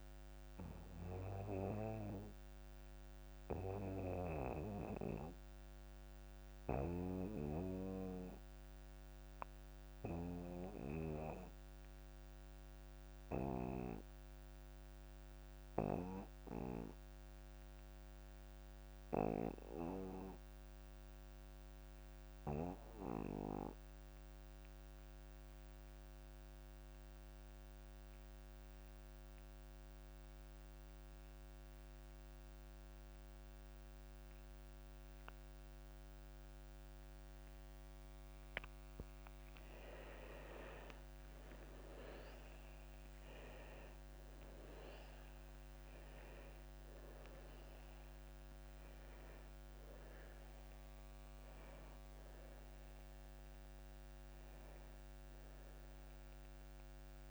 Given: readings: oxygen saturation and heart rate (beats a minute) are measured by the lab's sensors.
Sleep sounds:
breathing in sleep by a microphone on the trachea; 1
0.00-19.00 s: oxygen desaturation (device-marked, oxygen 89% lowest)
4.00-38.50 s: obstructive apnea (oxygen 98% before, 74% lowest)
31.00-57.31 s: oxygen desaturation (device-marked, oxygen 96% before, 74% lowest)
42.00-45.00 s: arousal
From the record:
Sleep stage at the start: N2 (light sleep); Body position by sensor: on the back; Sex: male

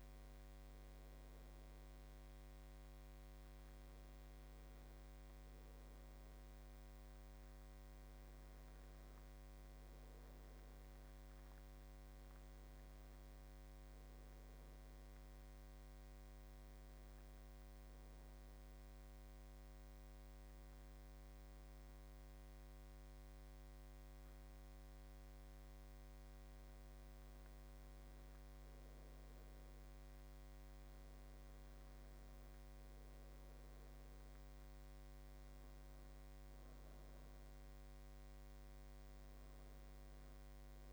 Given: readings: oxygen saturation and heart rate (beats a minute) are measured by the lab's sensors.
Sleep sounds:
breathing in sleep, hard to hear, by a microphone on the trachea; 1
15.00-26.50 s: obstructive apnea (oxygen 95% before, 91% lowest, heart rate 80 before, 76 extreme, up 1 after)
29.50-33.00 s: arousal
34.00-40.93 s: new sleep stage, N2 (light sleep)
From the record:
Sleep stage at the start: N1 (lightest sleep); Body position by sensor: on the left side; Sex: male

